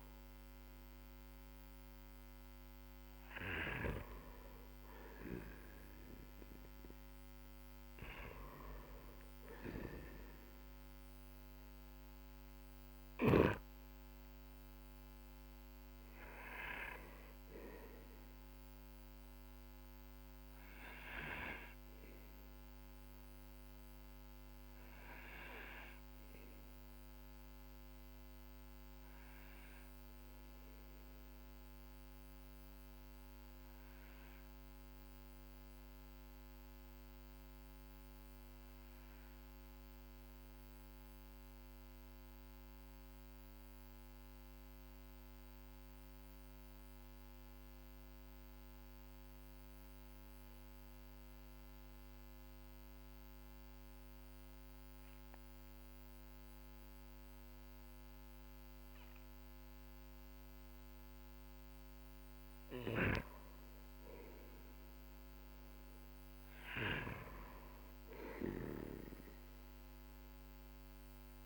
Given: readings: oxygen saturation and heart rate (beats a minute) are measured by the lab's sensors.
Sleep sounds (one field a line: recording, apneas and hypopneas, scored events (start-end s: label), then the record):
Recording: breathing in sleep by a microphone on the trachea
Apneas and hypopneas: 1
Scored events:
0.00-2.50 s: arousal
1.50-43.50 s: oxygen desaturation (device-marked, oxygen 99% before, 92% lowest, heart rate 52 before, 44 extreme)
20.00-61.50 s: obstructive apnea (oxygen 99% before, 92% lowest, heart rate 51 before, 44 extreme, up 2 after)
64.00-69.50 s: arousal
67.50-71.46 s: oxygen desaturation (device-marked, oxygen 98% before, 92% lowest, heart rate 55 before, 43 extreme)
From the record:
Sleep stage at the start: N2 (light sleep)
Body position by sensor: on the back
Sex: male